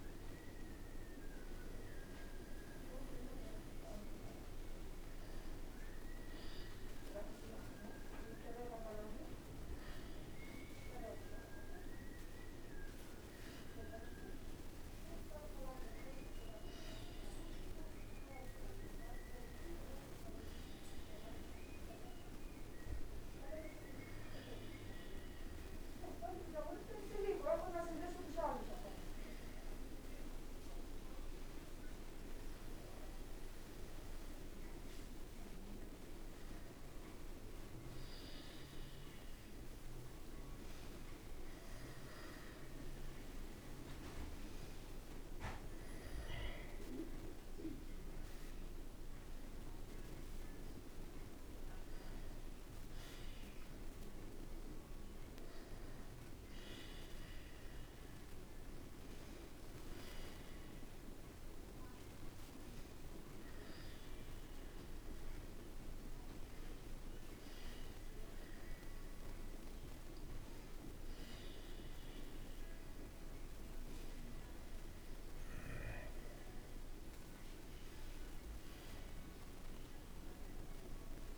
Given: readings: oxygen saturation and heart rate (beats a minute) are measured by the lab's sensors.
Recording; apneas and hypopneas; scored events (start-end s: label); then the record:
a person awake in a sleep study, by a room microphone; none
none scored
From the record:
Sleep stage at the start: awake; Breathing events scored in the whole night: 341 in 4.7 hours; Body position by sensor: on the back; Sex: male